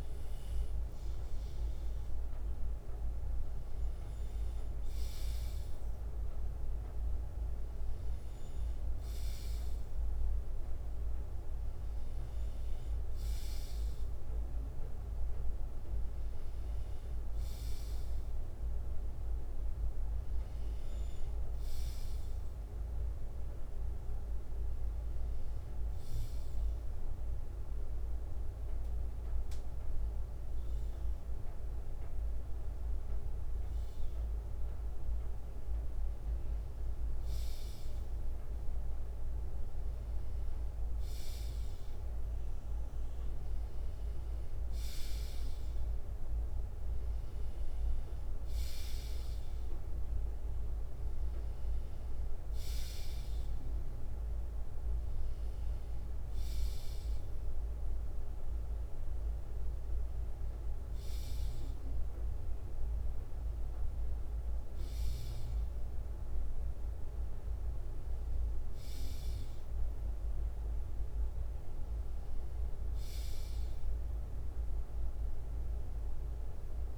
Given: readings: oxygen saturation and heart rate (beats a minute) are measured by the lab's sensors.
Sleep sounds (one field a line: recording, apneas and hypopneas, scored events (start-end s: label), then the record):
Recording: breathing in sleep, hard to hear, by a room microphone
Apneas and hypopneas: none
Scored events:
6.00-9.00 s: bradycardia (device-marked, heart rate 61 before, 60 extreme)
10.00-12.00 s: bradycardia (device-marked, heart rate 61 before, 59 extreme)
31.00-44.00 s: bradycardia (device-marked, heart rate 61 before, 48 extreme)
49.00-76.98 s: bradycardia (device-marked, heart rate 61 before, 55 extreme)
From the record:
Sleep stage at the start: N2 (light sleep)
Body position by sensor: on the left side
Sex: male